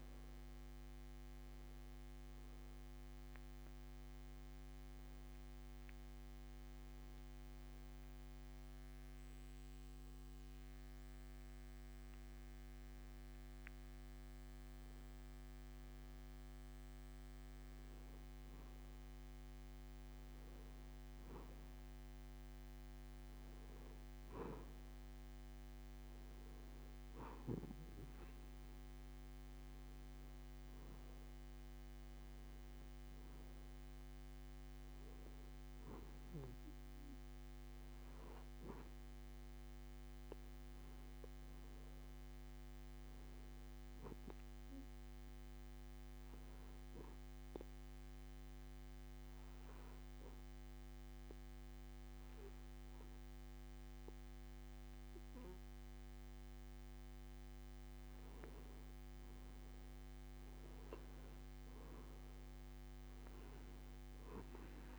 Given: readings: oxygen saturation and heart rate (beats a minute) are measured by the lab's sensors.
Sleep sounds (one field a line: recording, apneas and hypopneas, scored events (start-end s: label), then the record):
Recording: breathing in sleep, hard to hear, by a microphone on the trachea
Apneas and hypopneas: 2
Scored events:
3.00-19.00 s: hypopnea (oxygen 97% before, 93% lowest)
22.50-27.00 s: arousal
45.50-57.50 s: obstructive apnea (oxygen 97% before, 92% lowest)
61.00-64.99 s: arousal
From the record:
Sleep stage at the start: N2 (light sleep)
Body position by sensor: on the back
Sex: male